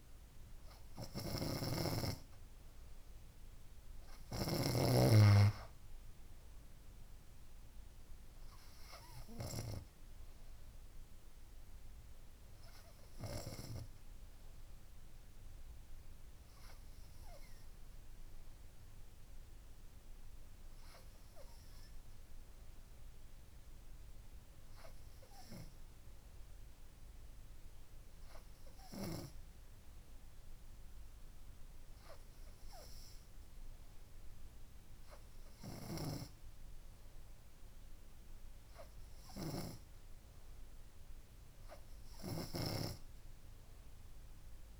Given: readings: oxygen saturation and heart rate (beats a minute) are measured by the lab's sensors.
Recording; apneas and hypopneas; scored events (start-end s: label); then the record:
breathing in sleep by a room microphone; none
none scored
From the record:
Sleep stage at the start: N3 (deep sleep); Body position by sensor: on the front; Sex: female